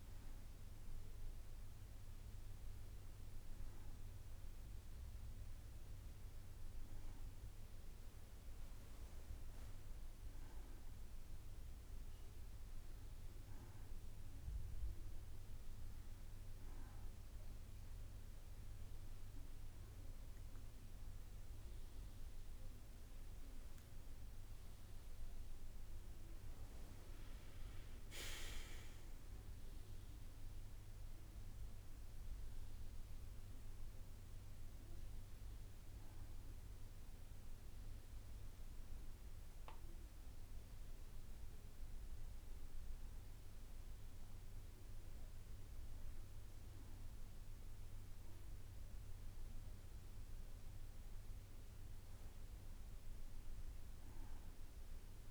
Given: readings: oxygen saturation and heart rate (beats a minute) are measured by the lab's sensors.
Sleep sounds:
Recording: a person awake in a sleep study, hard to hear, by a room microphone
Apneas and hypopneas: none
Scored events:
10.50-12.50 s: long interval between heartbeats (device-marked, heart rate 58 before, 78 extreme)
29.50-31.50 s: long interval between heartbeats (device-marked, heart rate 63 before, 66 extreme)
From the record:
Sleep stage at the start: awake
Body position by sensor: on the back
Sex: female

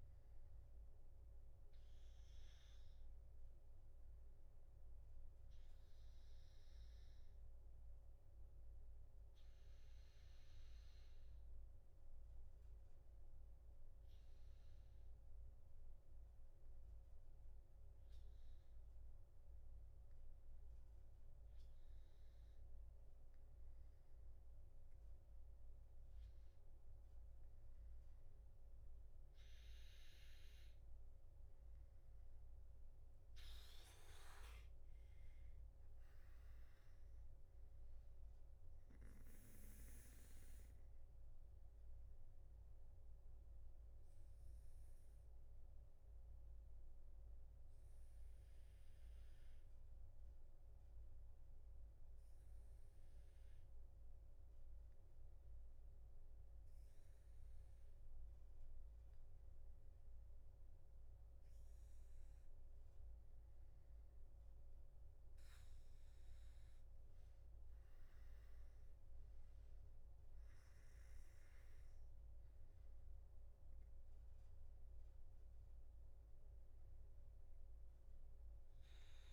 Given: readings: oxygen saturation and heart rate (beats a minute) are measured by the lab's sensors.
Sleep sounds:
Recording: breathing in sleep, hard to hear, by a room microphone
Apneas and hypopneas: none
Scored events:
none scored
From the record:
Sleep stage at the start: N3 (deep sleep)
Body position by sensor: on the back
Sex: male

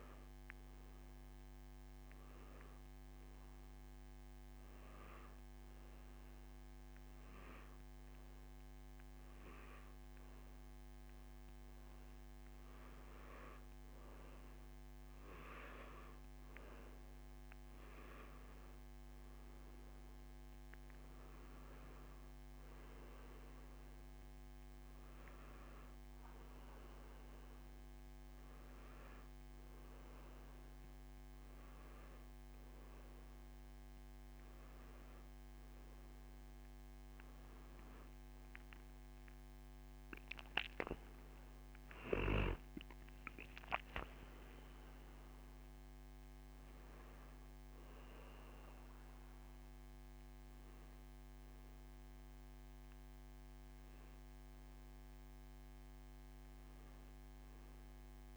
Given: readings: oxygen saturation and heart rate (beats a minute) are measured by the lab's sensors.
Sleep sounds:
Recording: breathing in sleep by a microphone on the trachea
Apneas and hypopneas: 1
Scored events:
3.00-15.00 s: hypopnea (oxygen 99% before, 92% lowest, heart rate 89 before, 83 extreme, up 0 after)
18.00-21.50 s: arousal
18.50-41.50 s: oxygen desaturation (device-marked, oxygen 98% before, 92% lowest, heart rate 88 before, 82 extreme)
43.50-47.50 s: arousal
From the record:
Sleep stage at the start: N2 (light sleep)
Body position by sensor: on the back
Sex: male

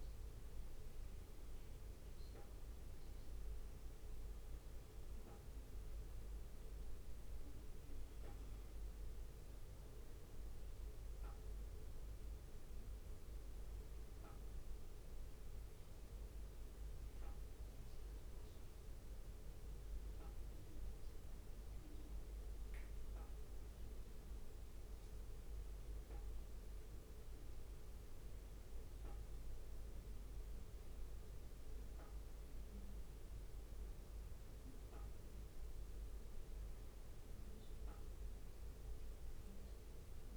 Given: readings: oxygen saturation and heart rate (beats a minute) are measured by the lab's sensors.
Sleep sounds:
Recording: breathing in sleep, hard to hear, by a room microphone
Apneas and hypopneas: none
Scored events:
0.00-1.00 s: bradycardia (device-marked, heart rate 58 extreme)
11.00-23.00 s: bradycardia (device-marked, heart rate 60 before, 59 extreme)
24.00-26.00 s: bradycardia (device-marked, heart rate 60 before, 59 extreme)
28.00-40.37 s: bradycardia (device-marked, heart rate 60 before, 58 extreme)
From the record:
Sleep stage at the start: N2 (light sleep)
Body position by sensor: on the back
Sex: male

